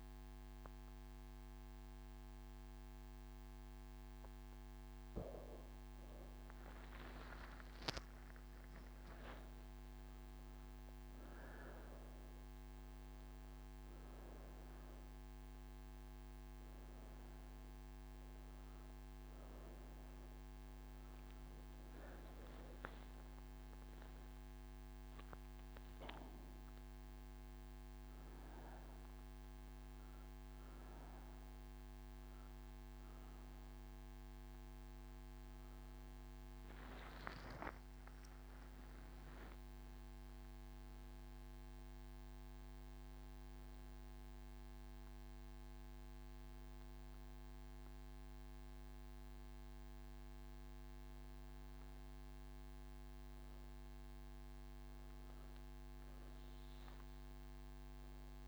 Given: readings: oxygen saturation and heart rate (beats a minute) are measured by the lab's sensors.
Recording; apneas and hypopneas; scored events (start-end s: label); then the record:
breathing in sleep, hard to hear, by a microphone on the trachea; none
29.00-58.48 s: oxygen desaturation (device-marked, oxygen 97% before, 91% lowest)
From the record:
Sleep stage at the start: N1 (lightest sleep); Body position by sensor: on the right side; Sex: female